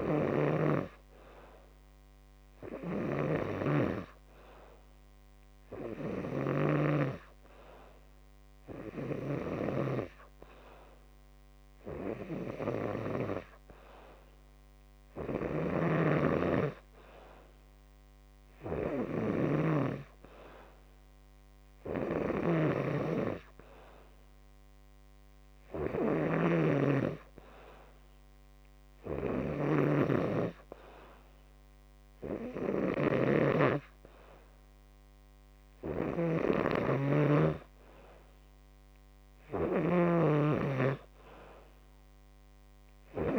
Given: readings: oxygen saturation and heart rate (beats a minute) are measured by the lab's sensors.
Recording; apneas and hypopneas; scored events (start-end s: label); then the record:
breathing in sleep by a microphone on the trachea; none
0.00-3.50 s: snoring (device-marked)
16.00-30.50 s: snoring (device-marked)
37.00-43.39 s: snoring (device-marked)
From the record:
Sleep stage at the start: N2 (light sleep); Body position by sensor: on the back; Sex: male